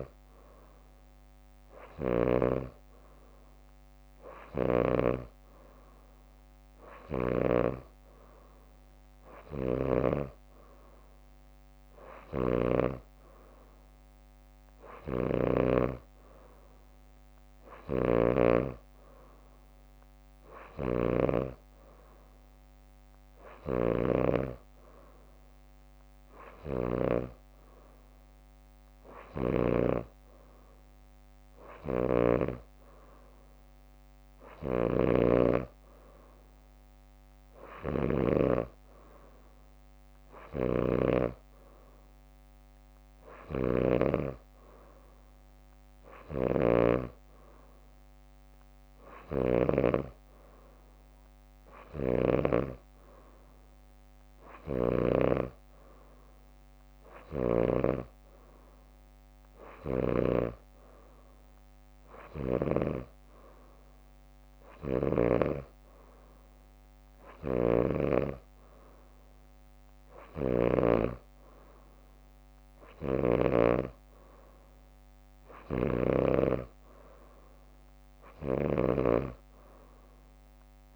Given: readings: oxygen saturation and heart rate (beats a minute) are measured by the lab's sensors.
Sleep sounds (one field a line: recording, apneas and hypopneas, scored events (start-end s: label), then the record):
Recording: breathing in sleep by a microphone on the trachea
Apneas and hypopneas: none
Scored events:
7.00-13.00 s: snoring (device-marked)
7.50-18.50 s: drop in pulse transit time (device-marked, heart rate 64 before, 62 extreme)
14.50-16.50 s: leg movement (device-marked)
15.00-21.50 s: snoring (device-marked)
23.50-25.00 s: leg movement (device-marked)
23.50-30.00 s: snoring (device-marked)
34.50-38.50 s: snoring (device-marked)
40.50-50.00 s: snoring (device-marked)
43.00-45.00 s: leg movement (device-marked)
49.00-51.50 s: leg movement (device-marked)
54.50-58.00 s: snoring (device-marked)
60.00-65.50 s: snoring (device-marked)
67.50-71.00 s: snoring (device-marked)
73.00-79.50 s: snoring (device-marked)
75.50-79.50 s: leg movement (device-marked)
From the record:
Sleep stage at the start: N2 (light sleep)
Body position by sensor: on the back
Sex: female